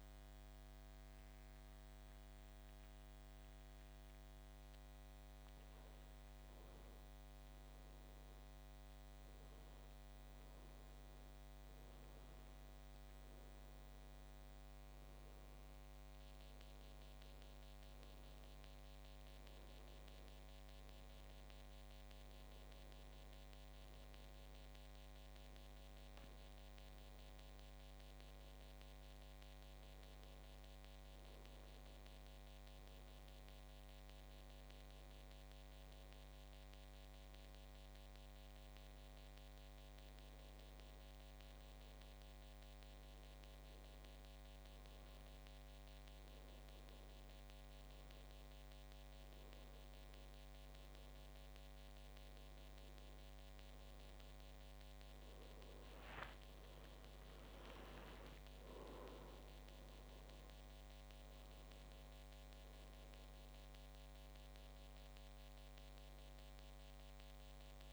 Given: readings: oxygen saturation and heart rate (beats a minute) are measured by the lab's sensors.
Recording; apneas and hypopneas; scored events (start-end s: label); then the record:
a person awake in a sleep study, hard to hear, by a microphone on the trachea; none
none scored
From the record:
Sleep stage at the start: awake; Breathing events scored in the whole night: 185 in 4.1 hours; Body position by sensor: on the back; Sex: male